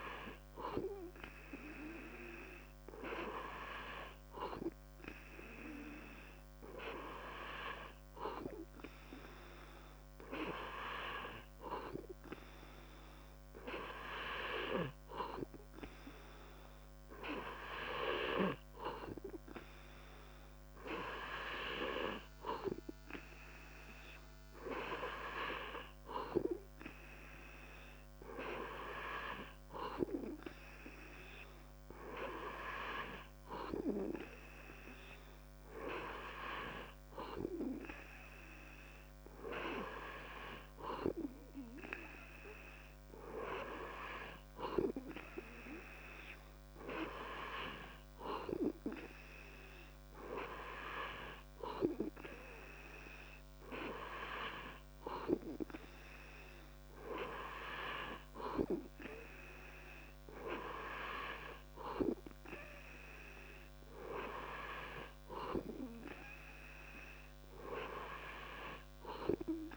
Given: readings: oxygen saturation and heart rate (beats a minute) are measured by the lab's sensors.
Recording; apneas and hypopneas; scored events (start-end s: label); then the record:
breathing in sleep by a microphone on the trachea; none
2.00-8.00 s: oxygen desaturation (device-marked, oxygen 100% before, 97% lowest)
From the record:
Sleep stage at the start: N2 (light sleep); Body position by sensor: on the back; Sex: male